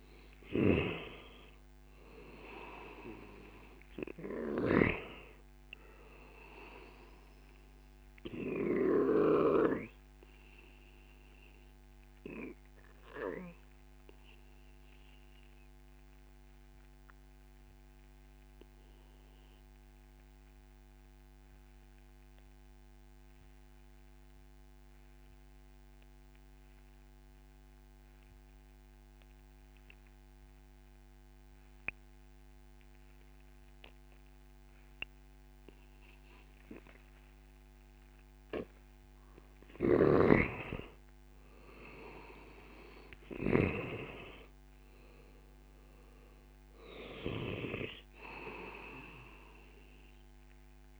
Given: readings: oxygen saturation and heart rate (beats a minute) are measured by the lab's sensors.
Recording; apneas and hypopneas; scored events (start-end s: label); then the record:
breathing in sleep by a microphone on the trachea; 1
0.00-2.50 s: arousal
5.00-27.00 s: oxygen desaturation (device-marked, oxygen 94% before, 89% lowest)
8.50-39.00 s: obstructive apnea (oxygen 96% before, 89% lowest)
38.00-51.00 s: oxygen desaturation (device-marked, oxygen 97% before, 89% lowest)
40.50-43.00 s: arousal
From the record:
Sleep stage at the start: N2 (light sleep); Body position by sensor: on the back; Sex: male